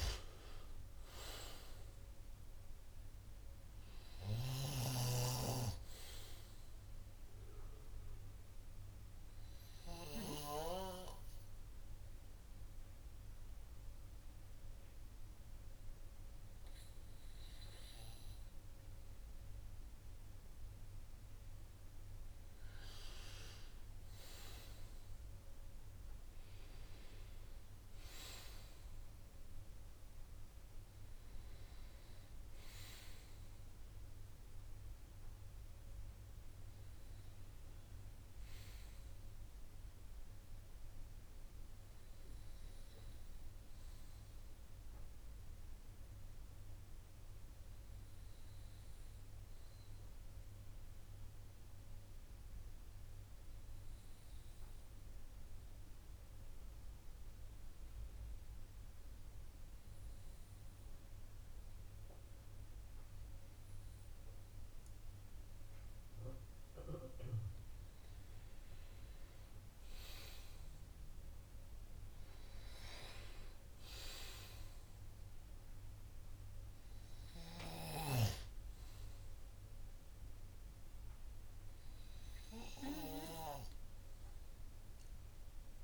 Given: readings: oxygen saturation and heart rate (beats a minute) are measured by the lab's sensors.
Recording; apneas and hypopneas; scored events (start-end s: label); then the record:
breathing in sleep by a room microphone; 2
11.00-23.00 s: hypopnea (oxygen 99% before, 93% lowest, heart rate 71 before, 49 extreme, up 19 after)
24.50-28.00 s: arousal
54.00-67.50 s: hypopnea (oxygen 99% before, 96% lowest, heart rate 52 before, 51 extreme, up 26 after)
69.50-73.00 s: arousal
From the record:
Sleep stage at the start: N2 (light sleep); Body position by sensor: on the right side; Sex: male